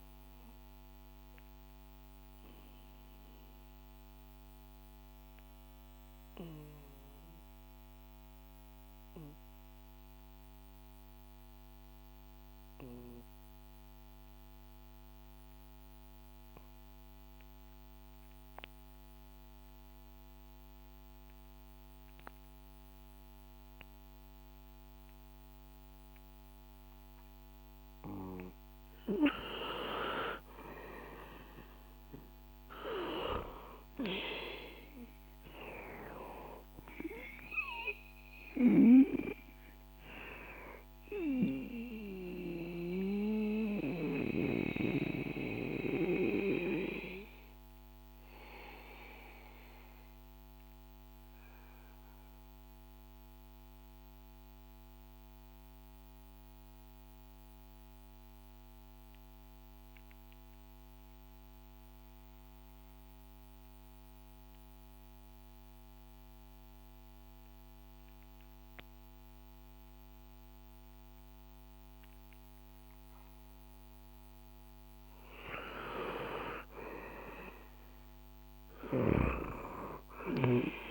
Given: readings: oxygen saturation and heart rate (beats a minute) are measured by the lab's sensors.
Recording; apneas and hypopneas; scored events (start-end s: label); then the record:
breathing in sleep by a microphone on the trachea; 2
0.50-27.50 s: obstructive apnea (oxygen 98% before, 91% lowest, heart rate 64 before, 59 extreme, up 6 after)
27.00-59.00 s: oxygen desaturation (device-marked, oxygen 98% before, 91% lowest, heart rate 62 before, 59 extreme)
29.00-34.00 s: arousal
41.00-75.00 s: mixed apnea (oxygen 98% before, 91% lowest, heart rate 65 before, 58 extreme, up 5 after)
76.50-80.50 s: arousal
From the record:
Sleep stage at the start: N2 (light sleep); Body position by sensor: on the back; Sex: male